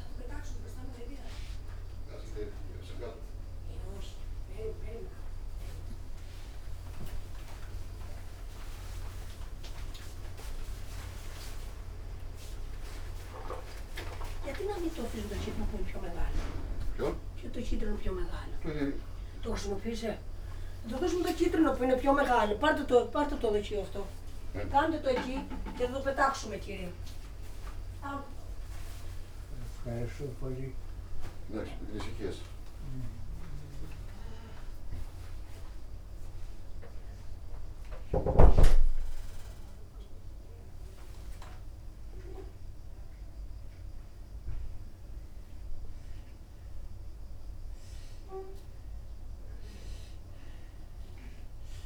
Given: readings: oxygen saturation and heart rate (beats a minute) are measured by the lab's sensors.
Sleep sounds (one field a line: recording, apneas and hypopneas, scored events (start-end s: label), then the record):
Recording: a person awake in a sleep study, by a room microphone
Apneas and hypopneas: none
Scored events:
30.00-33.50 s: snoring (device-marked)
From the record:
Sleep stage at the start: awake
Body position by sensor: upright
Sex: male